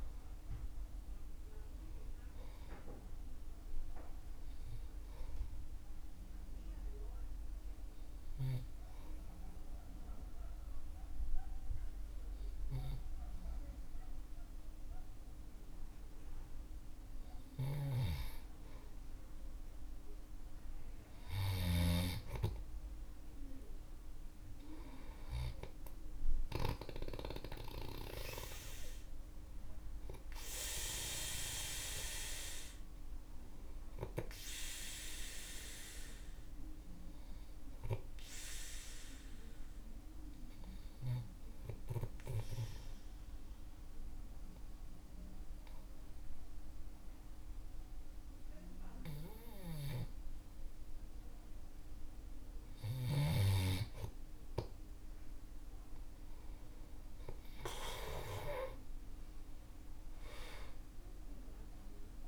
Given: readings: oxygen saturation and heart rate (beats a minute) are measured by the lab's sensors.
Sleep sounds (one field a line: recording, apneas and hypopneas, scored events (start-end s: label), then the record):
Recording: breathing in sleep by a room microphone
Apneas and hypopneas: 2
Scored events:
0.00-1.50 s: arousal
5.00-16.00 s: obstructive apnea (oxygen 96% before, 94% lowest, heart rate 62 before, 47 extreme, up 9 after)
19.00-23.50 s: arousal
38.00-51.50 s: obstructive apnea (oxygen 97% before, 93% lowest, heart rate 54 before, 50 extreme, up 10 after)
57.50-61.50 s: arousal
From the record:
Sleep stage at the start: N2 (light sleep)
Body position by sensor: on the back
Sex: male